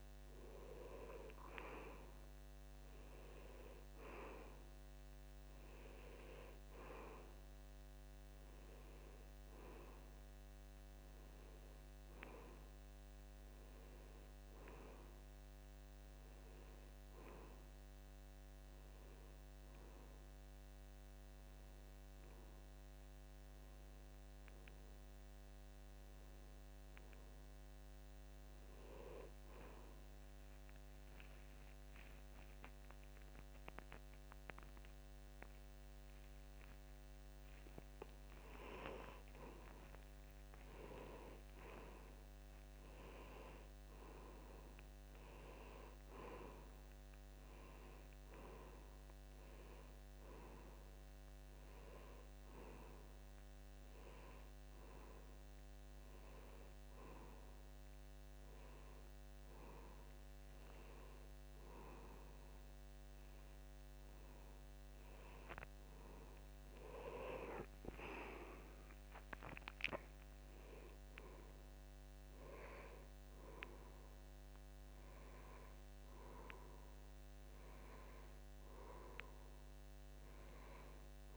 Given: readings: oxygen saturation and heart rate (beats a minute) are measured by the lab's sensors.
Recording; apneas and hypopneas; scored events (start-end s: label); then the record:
breathing in sleep by a microphone on the trachea; none
0.00-17.00 s: oxygen desaturation (device-marked, oxygen 86% lowest, heart rate 73 extreme)
19.00-81.37 s: new sleep stage, N1 (lightest sleep)
33.50-35.50 s: long interval between heartbeats (device-marked, heart rate 77 before, 126 extreme)
34.00-39.00 s: arousal
35.50-37.50 s: long interval between heartbeats (device-marked, heart rate 83 before, 157 extreme)
From the record:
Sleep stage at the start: N2 (light sleep); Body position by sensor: on the back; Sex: male